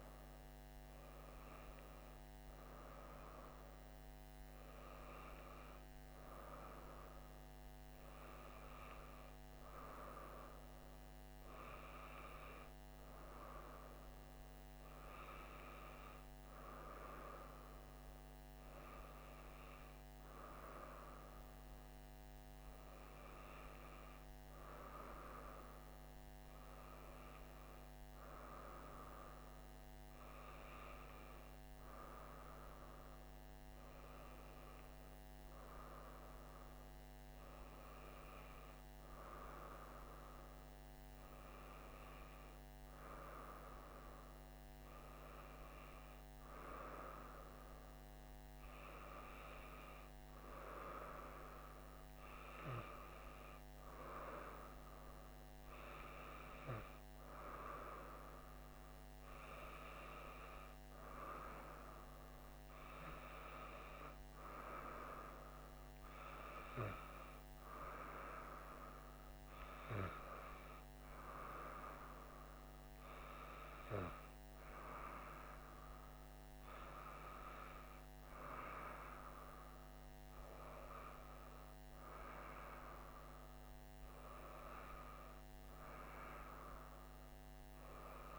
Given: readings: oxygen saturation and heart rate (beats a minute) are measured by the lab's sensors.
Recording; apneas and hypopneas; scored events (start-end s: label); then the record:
breathing in sleep by a microphone on the trachea; none
none scored
From the record:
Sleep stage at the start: N1 (lightest sleep); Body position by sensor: on the right side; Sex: female